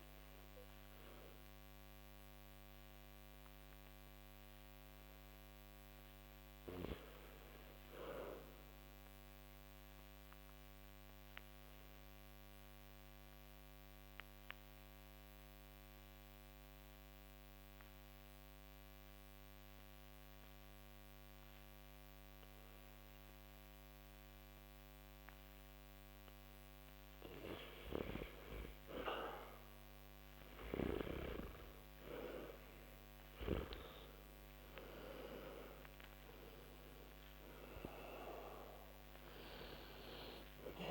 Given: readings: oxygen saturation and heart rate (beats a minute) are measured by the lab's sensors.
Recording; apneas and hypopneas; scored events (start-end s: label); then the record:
breathing in sleep by a microphone on the trachea; 1
9.50-25.50 s: obstructive apnea (oxygen 99% before, 83% lowest)
9.50-33.50 s: oxygen desaturation (device-marked, oxygen 96% before, 91% lowest)
34.50-38.50 s: arousal
From the record:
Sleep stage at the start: N2 (light sleep); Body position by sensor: on the back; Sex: male